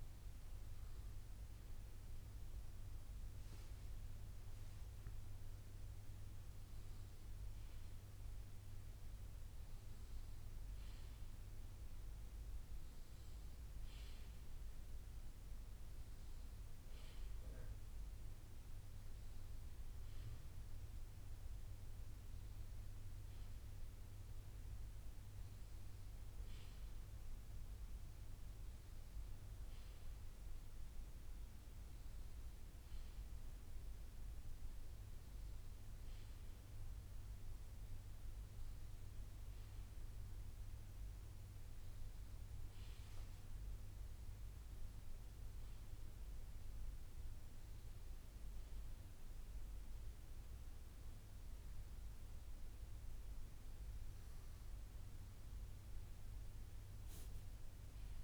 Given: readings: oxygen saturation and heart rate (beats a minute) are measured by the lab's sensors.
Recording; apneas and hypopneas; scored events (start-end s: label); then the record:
breathing in sleep, hard to hear, by a room microphone; none
1.50-5.00 s: arousal
7.00-32.00 s: bradycardia (device-marked, heart rate 60 before, 57 extreme)
From the record:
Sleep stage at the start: N1 (lightest sleep); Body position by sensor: on the left side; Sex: male